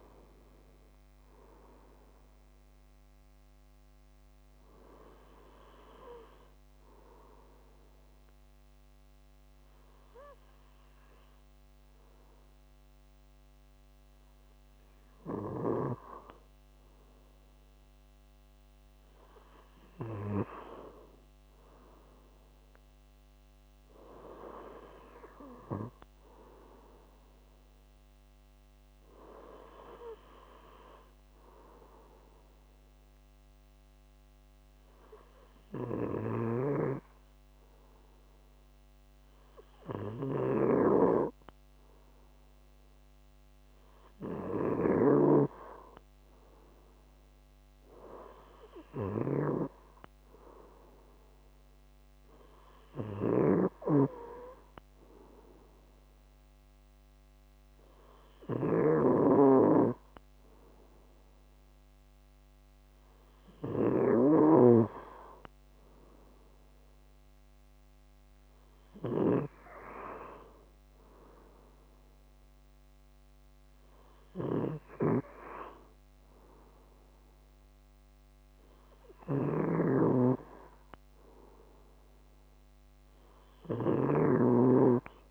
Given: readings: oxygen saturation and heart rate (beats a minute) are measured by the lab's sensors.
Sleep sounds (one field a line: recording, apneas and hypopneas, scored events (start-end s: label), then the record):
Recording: breathing in sleep by a microphone on the trachea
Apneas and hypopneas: 2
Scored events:
2.50-15.00 s: hypopnea (oxygen 95% before, 92% lowest, heart rate 139 before, 74 extreme, up 7 after)
17.00-21.50 s: arousal
24.00-44.00 s: oxygen desaturation (device-marked, oxygen 95% before, 92% lowest, heart rate 128 before, 65 extreme)
33.50-44.00 s: hypopnea (oxygen 95% before, 92% lowest, heart rate 110 before, 65 extreme)
46.00-50.00 s: arousal
52.50-63.50 s: snoring (device-marked)
74.00-83.50 s: snoring (device-marked)
From the record:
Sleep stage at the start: N2 (light sleep)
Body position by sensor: on the left side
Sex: male